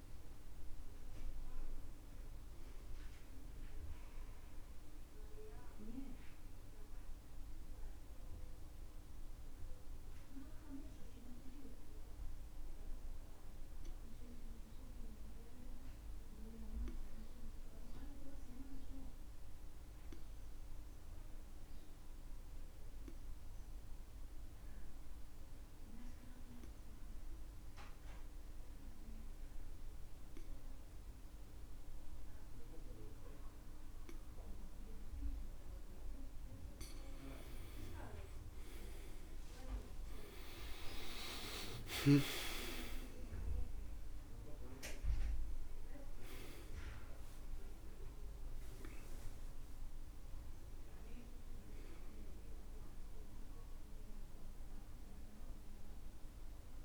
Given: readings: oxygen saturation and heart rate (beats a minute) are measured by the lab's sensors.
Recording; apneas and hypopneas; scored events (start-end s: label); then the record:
breathing in sleep by a room microphone; 1
0.00-8.50 s: oxygen desaturation (device-marked, oxygen 94% lowest, heart rate 62 extreme)
9.50-37.50 s: obstructive apnea (oxygen 97% before, 85% lowest, heart rate 69 before, 62 extreme, up 18 after)
13.50-26.50 s: oxygen desaturation (device-marked, oxygen 95% before, 91% lowest, heart rate 69 before, 63 extreme)
39.00-44.00 s: arousal
41.50-56.85 s: oxygen desaturation (device-marked, oxygen 96% before, 85% lowest, heart rate 65 before, 63 extreme)
From the record:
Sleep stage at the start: N2 (light sleep); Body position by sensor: on the back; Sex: male